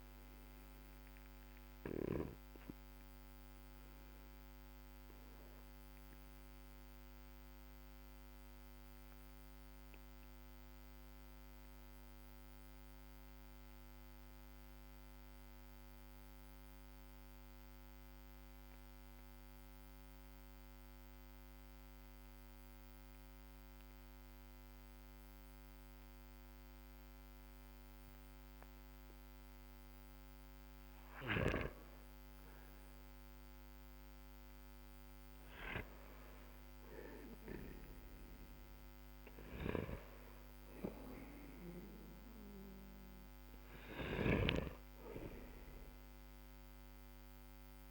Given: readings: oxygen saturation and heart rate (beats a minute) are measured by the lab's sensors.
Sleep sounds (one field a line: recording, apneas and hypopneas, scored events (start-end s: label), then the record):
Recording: breathing in sleep by a microphone on the trachea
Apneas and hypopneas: 1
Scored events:
0.00-3.50 s: arousal
0.00-14.50 s: oxygen desaturation (device-marked, oxygen 93% lowest, heart rate 47 extreme)
5.50-30.50 s: obstructive apnea (oxygen 98% before, 93% lowest, heart rate 56 before, 47 extreme, up 14 after)
33.00-37.00 s: arousal
39.00-44.00 s: snoring (device-marked)
40.50-47.90 s: oxygen desaturation (device-marked, oxygen 98% before, 95% lowest, heart rate 55 before, 46 extreme)
From the record:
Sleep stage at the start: N2 (light sleep)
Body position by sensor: on the back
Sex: male